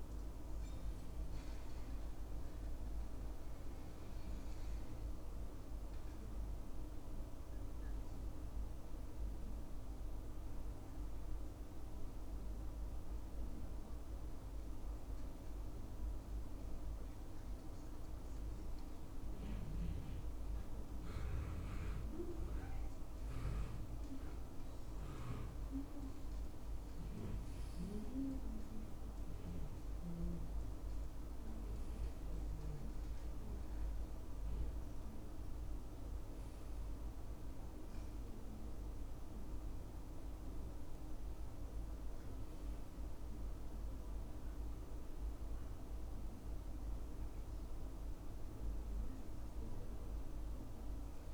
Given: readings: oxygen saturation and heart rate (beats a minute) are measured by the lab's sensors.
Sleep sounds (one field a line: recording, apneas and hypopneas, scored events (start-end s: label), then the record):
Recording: breathing in sleep, hard to hear, by a room microphone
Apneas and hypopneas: 1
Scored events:
3.00-6.50 s: arousal
9.00-20.00 s: hypopnea (oxygen 97% before, 94% lowest, heart rate 69 before, 67 extreme, up 2 after)
23.50-27.00 s: arousal
46.50-49.50 s: arousal
From the record:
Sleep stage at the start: N2 (light sleep)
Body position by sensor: on the back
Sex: male